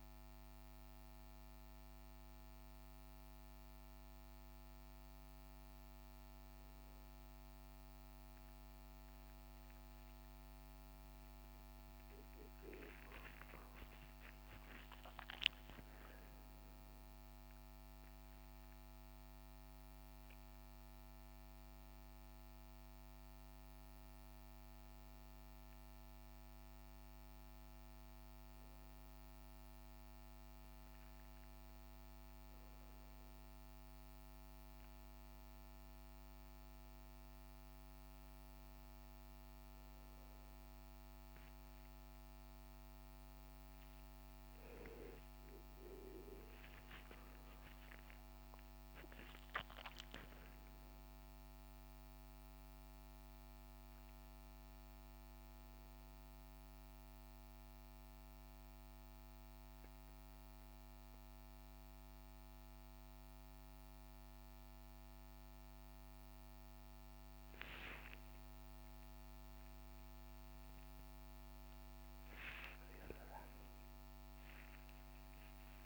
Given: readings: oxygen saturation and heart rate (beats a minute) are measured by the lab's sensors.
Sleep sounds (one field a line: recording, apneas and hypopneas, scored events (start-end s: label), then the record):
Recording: breathing in sleep by a microphone on the trachea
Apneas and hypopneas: none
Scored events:
47.00-50.50 s: arousal
47.00-63.00 s: oxygen desaturation (device-marked, oxygen 97% before, 94% lowest)
From the record:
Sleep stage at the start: N1 (lightest sleep)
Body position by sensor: on the back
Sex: male